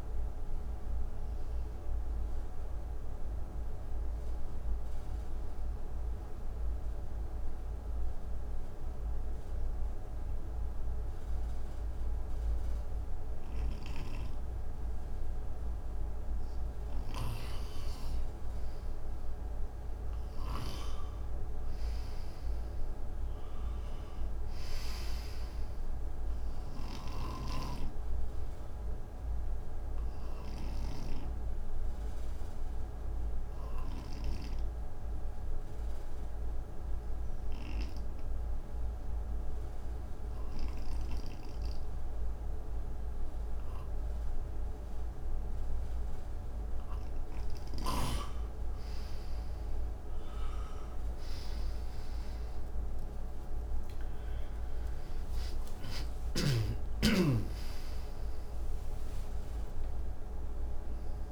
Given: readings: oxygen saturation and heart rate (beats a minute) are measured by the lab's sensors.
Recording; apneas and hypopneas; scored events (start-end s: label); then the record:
breathing in sleep, hard to hear, by a room microphone; 2
1.00-15.50 s: obstructive apnea (oxygen 96% before, 88% lowest, heart rate 80 before, 61 extreme, up 16 after)
13.50-20.50 s: snoring (device-marked)
17.50-22.00 s: arousal
20.50-37.50 s: oxygen desaturation (device-marked, oxygen 96% before, 91% lowest, heart rate 64 before, 64 extreme)
26.50-30.50 s: snoring (device-marked)
30.00-48.00 s: obstructive apnea (oxygen 96% before, 88% lowest, heart rate 70 before, 61 extreme, up 21 after)
50.00-55.00 s: arousal
51.50-61.32 s: oxygen desaturation (device-marked, oxygen 94% before, 88% lowest, heart rate 68 before, 60 extreme)
From the record:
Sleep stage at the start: N2 (light sleep); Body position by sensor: on the right side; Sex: male